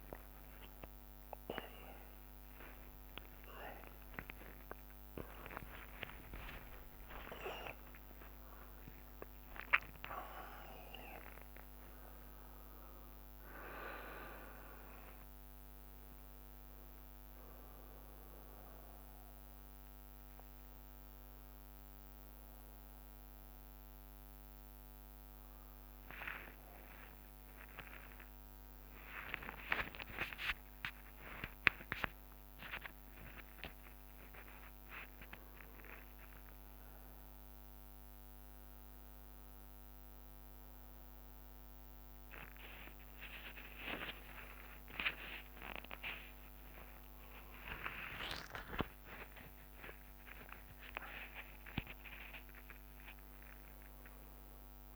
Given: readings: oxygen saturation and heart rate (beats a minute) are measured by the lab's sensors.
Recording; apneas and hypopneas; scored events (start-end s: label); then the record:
a person awake in a sleep study, by a microphone on the trachea; none
0.00-1.50 s: long interval between heartbeats (device-marked, heart rate 94 extreme)
0.00-11.00 s: tachycardia (device-marked, heart rate 180 extreme)
4.00-6.00 s: long interval between heartbeats (device-marked, heart rate 79 before, 164 extreme)
6.00-8.00 s: long interval between heartbeats (device-marked, heart rate 91 before, 158 extreme)
6.00-20.00 s: drop in pulse transit time (device-marked, heart rate 91 before, 67 extreme)
12.00-14.00 s: long interval between heartbeats (device-marked, heart rate 118 before, 124 extreme)
16.00-54.96 s: new sleep stage, awake
28.50-30.50 s: long interval between heartbeats (device-marked, heart rate 93 before, 70 extreme)
46.50-48.50 s: long interval between heartbeats (device-marked, heart rate 73 before, 89 extreme)
From the record:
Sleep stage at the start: N1 (lightest sleep); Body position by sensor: on the back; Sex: male